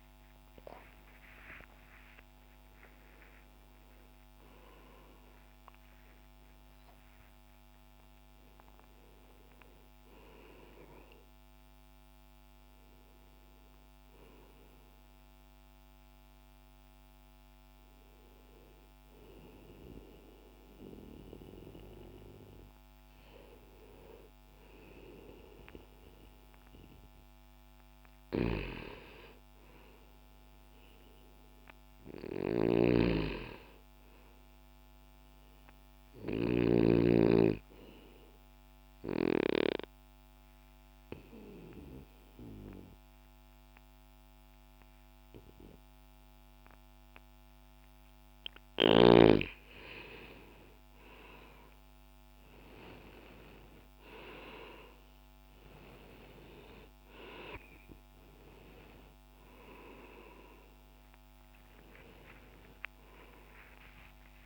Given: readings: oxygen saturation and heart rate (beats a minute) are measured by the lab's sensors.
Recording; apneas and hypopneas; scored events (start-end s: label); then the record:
a person partly awake in a sleep study, by a microphone on the trachea; 1
3.00-17.00 s: oxygen desaturation (device-marked, oxygen 93% before, 88% lowest, heart rate 142 before, 40 extreme)
9.00-64.46 s: new sleep stage, N1 (lightest sleep)
32.00-36.50 s: snoring (device-marked)
33.00-53.00 s: oxygen desaturation (device-marked, oxygen 99% before, 92% lowest, heart rate 61 before, 59 extreme)
37.50-48.50 s: obstructive apnea (oxygen 100% before, 83% lowest, heart rate 63 before, 59 extreme, up 1 after)
55.00-64.46 s: oxygen desaturation (device-marked, oxygen 93% before, 83% lowest, heart rate 60 before, 60 extreme)
61.00-64.46 s: arousal
From the record:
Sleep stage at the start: awake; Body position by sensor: on the back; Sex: male